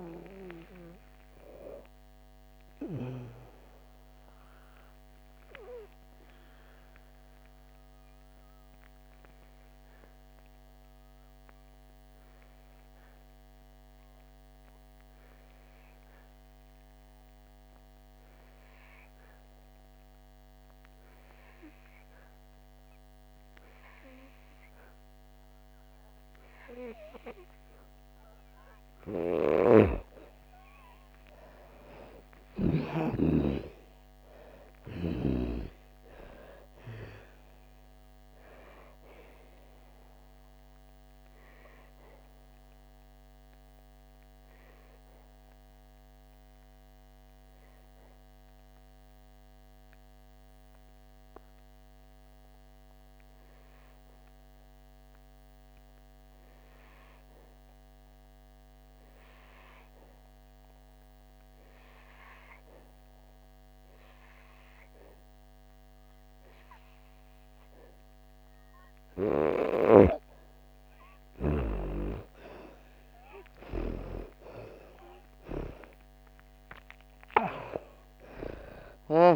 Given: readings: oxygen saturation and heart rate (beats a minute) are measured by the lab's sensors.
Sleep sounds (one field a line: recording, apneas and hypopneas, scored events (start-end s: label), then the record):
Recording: breathing in sleep by a microphone on the trachea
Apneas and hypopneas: 2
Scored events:
0.00-22.50 s: oxygen desaturation (device-marked, oxygen 84% lowest, heart rate 57 extreme)
6.50-30.50 s: obstructive apnea (oxygen 97% before, 84% lowest, heart rate 71 before, 55 extreme, up 12 after)
24.50-61.50 s: oxygen desaturation (device-marked, oxygen 99% before, 86% lowest, heart rate 60 before, 55 extreme)
31.50-37.00 s: arousal
41.00-69.50 s: obstructive apnea (oxygen 99% before, 86% lowest, heart rate 66 before, 55 extreme, up 9 after)
71.50-79.36 s: oxygen desaturation (device-marked, oxygen 98% before, 86% lowest, heart rate 61 before, 55 extreme)
73.50-78.00 s: arousal
From the record:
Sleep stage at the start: N2 (light sleep)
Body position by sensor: on the back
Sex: female